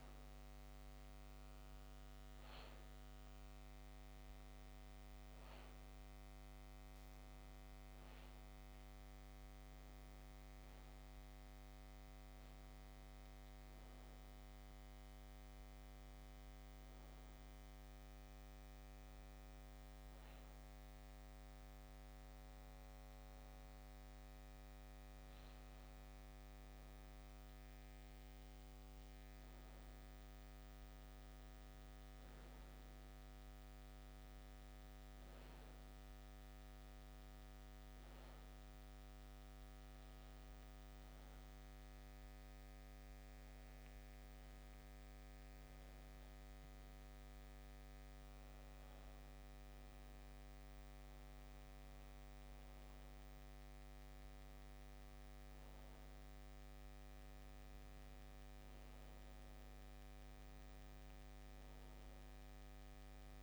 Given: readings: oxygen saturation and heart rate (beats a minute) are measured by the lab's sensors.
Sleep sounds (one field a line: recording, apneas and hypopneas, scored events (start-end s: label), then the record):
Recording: breathing in sleep, hard to hear, by a microphone on the trachea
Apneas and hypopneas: none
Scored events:
none scored
From the record:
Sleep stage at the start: N2 (light sleep)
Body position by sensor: on the back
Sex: male